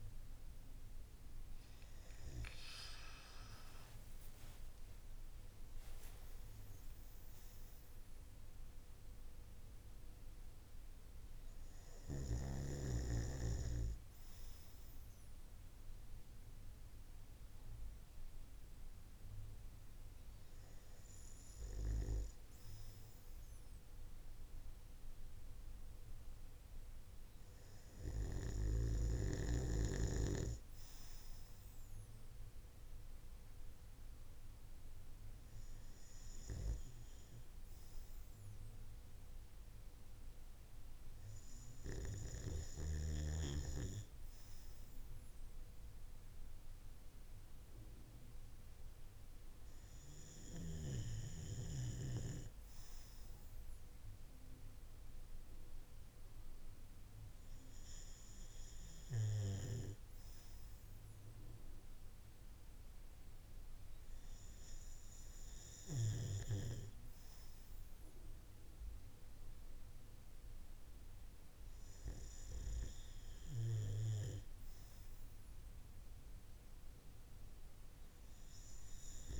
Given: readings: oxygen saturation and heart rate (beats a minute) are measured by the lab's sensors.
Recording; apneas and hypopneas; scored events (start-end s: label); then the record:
breathing in sleep by a room microphone; none
1.00-79.40 s: new sleep stage, N2 (light sleep)
From the record:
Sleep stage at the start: N1 (lightest sleep); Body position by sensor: on the right side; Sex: male